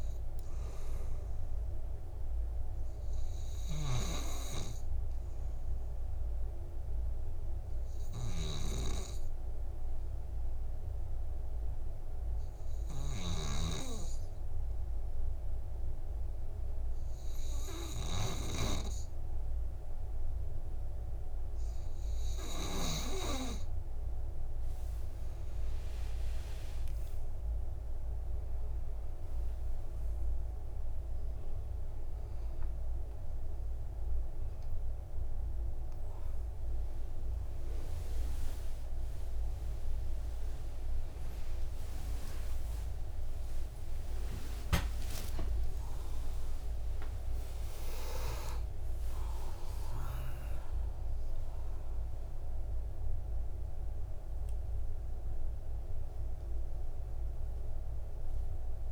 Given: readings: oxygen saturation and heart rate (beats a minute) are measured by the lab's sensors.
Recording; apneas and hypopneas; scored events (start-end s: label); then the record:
a person partly awake in a sleep study, by a room microphone; 1
0.00-1.50 s: arousal
3.50-22.50 s: obstructive apnea (oxygen 99% before, 93% lowest, heart rate 54 before, 49 extreme, up 17 after)
9.00-18.00 s: oxygen desaturation (device-marked, oxygen 98% before, 94% lowest, heart rate 54 before, 52 extreme)
30.00-58.91 s: new sleep stage, awake
33.00-52.00 s: oxygen desaturation (device-marked, oxygen 97% before, 93% lowest, heart rate 58 before, 54 extreme)
42.00-44.00 s: long interval between heartbeats (device-marked, heart rate 66 before, 94 extreme)
44.00-46.00 s: long interval between heartbeats (device-marked, heart rate 71 before, 126 extreme)
47.50-49.50 s: long interval between heartbeats (device-marked, heart rate 84 before, 166 extreme)
49.50-51.50 s: long interval between heartbeats (device-marked, heart rate 94 before, 152 extreme)
From the record:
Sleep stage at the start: N2 (light sleep); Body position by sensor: on the back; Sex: male